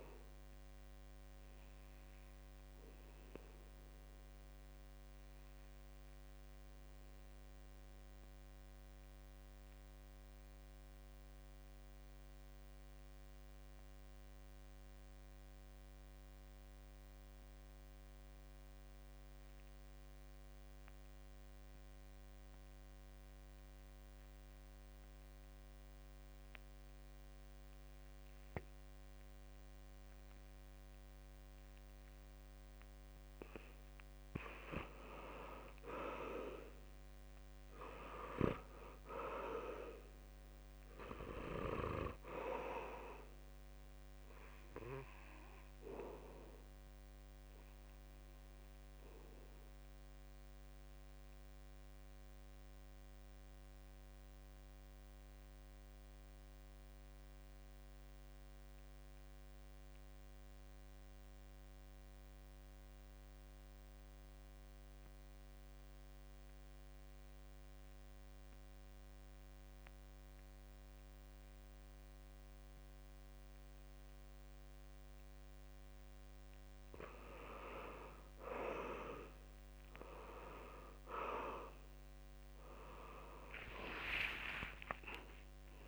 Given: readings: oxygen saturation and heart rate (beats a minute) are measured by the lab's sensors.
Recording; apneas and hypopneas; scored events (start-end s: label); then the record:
breathing in sleep by a microphone on the trachea; 2
0.00-13.50 s: oxygen desaturation (device-marked, oxygen 78% lowest, heart rate 62 extreme)
3.00-33.50 s: obstructive apnea (oxygen 94% before, 77% lowest, heart rate 74 before, 63 extreme, up 3 after)
25.50-58.50 s: oxygen desaturation (device-marked, oxygen 97% before, 77% lowest, heart rate 65 before, 64 extreme)
37.00-40.50 s: arousal
50.00-76.00 s: obstructive apnea (oxygen 96% before, 77% lowest, heart rate 72 before, 64 extreme, up 17 after)
71.50-85.87 s: oxygen desaturation (device-marked, oxygen 96% before, 80% lowest, heart rate 66 before, 63 extreme)
77.50-79.50 s: long interval between heartbeats (device-marked, heart rate 68 before, 80 extreme)
82.00-85.87 s: arousal
84.00-85.87 s: long interval between heartbeats (device-marked, heart rate 73 before, 83 extreme)
From the record:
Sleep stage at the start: N2 (light sleep); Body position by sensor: on the back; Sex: male